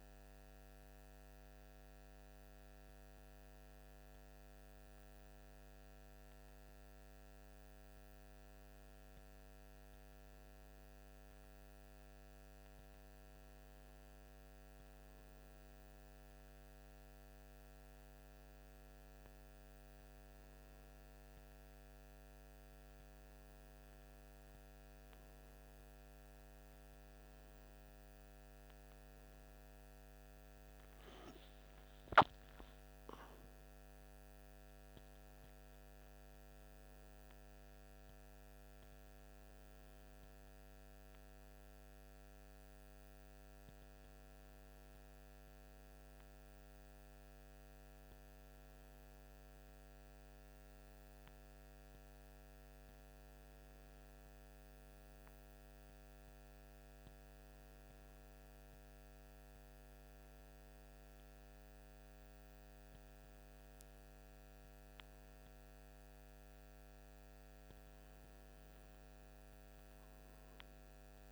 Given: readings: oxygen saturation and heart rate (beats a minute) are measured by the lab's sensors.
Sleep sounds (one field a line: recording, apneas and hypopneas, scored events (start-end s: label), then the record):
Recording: a person awake in a sleep study, hard to hear, by a microphone on the trachea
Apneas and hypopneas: none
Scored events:
none scored
From the record:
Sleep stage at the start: awake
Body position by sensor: on the right side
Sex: male